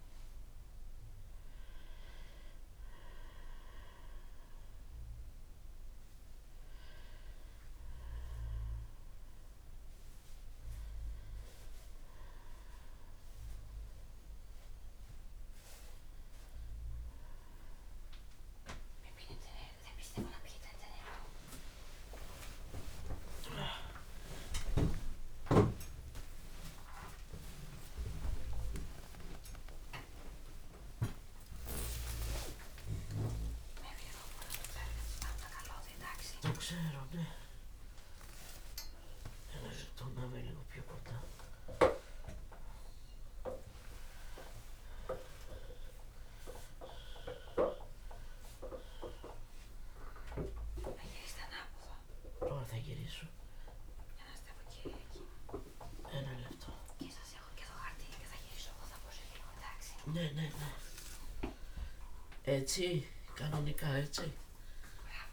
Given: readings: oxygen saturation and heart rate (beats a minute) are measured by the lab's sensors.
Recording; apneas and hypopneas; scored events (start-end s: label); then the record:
a person awake in a sleep study, by a room microphone; none
0.00-7.00 s: oxygen desaturation (device-marked, oxygen 93% lowest)
23.00-65.33 s: new sleep stage, awake
62.00-65.33 s: snoring (device-marked)
From the record:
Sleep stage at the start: N1 (lightest sleep); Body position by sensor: on the back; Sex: female